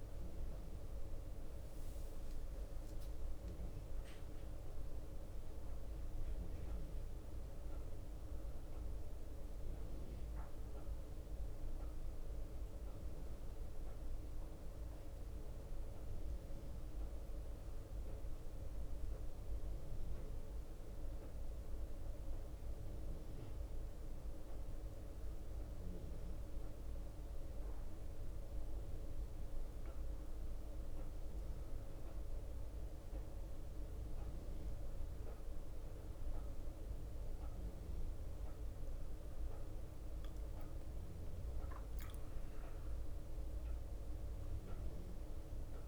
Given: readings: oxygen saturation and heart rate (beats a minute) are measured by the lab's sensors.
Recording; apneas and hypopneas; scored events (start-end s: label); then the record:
breathing in sleep, hard to hear, by a room microphone; 1
6.00-39.50 s: obstructive apnea (oxygen 94% before, 92% lowest, heart rate 63 before, 60 extreme, up 2 after)
10.00-22.00 s: drop in pulse transit time (device-marked, heart rate 63 before, 60 extreme)
42.00-45.88 s: arousal
From the record:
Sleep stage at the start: N1 (lightest sleep); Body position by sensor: on the right side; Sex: male